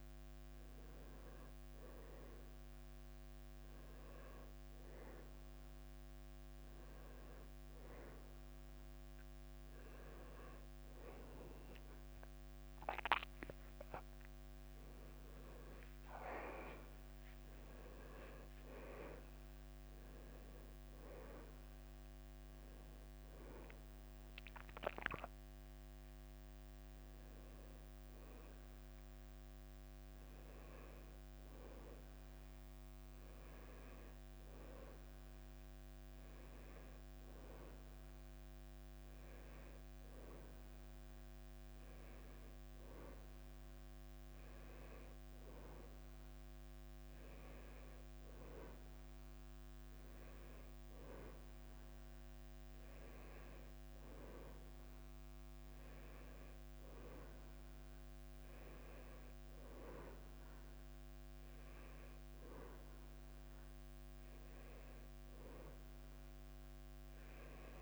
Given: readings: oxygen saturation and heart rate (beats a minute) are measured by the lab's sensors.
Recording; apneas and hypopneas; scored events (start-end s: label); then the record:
a person partly awake in a sleep study, by a microphone on the trachea; none
17.00-23.00 s: tachycardia (device-marked, heart rate 98 before, 102 extreme)
17.00-29.00 s: drop in pulse transit time (device-marked, heart rate 94 before, 99 extreme)
30.00-67.82 s: new sleep stage, N1 (lightest sleep)
From the record:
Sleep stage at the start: awake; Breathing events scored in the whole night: 193 in 2.7 hours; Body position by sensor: on the back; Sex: male